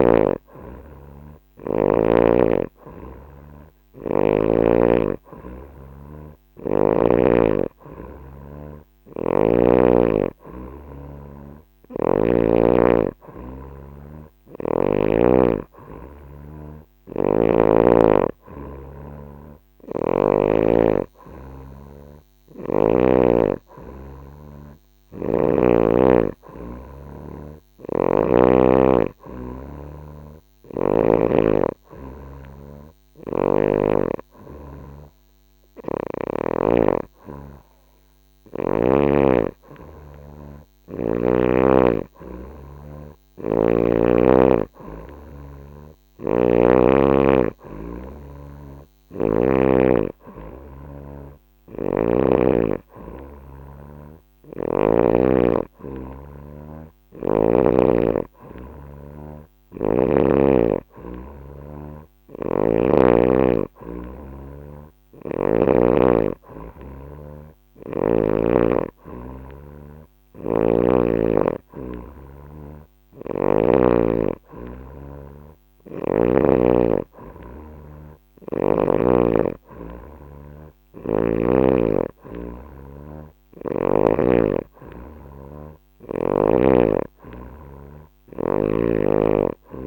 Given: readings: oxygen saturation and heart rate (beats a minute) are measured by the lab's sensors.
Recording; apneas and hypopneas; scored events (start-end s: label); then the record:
breathing in sleep by a microphone on the trachea; none
16.50-20.00 s: snoring (device-marked)
32.00-36.00 s: snoring (device-marked)
From the record:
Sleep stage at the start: N3 (deep sleep); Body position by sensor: on the back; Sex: female